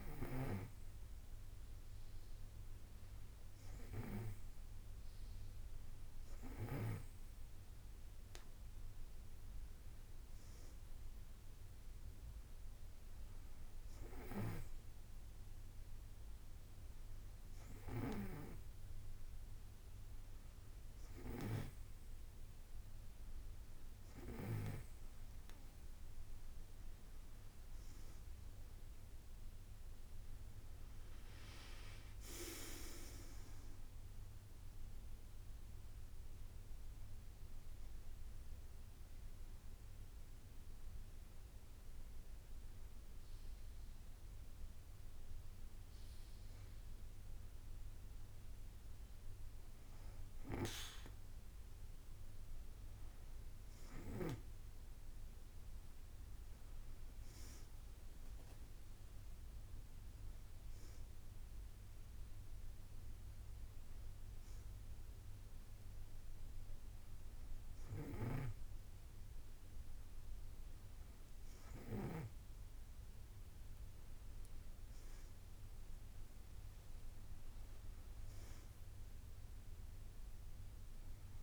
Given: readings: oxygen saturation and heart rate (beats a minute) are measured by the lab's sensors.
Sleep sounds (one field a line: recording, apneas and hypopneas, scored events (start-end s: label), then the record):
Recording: breathing in sleep by a room microphone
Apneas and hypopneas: 1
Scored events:
14.50-25.00 s: snoring (device-marked)
34.50-46.50 s: drop in pulse transit time (device-marked, heart rate 60 before, 57 extreme)
35.00-46.00 s: hypopnea (oxygen 95% before, 94% lowest, heart rate 60 before, 57 extreme, up 1 after)
53.00-57.50 s: arousal
68.00-72.50 s: snoring (device-marked)
From the record:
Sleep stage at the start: N2 (light sleep)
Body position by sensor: on the back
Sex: female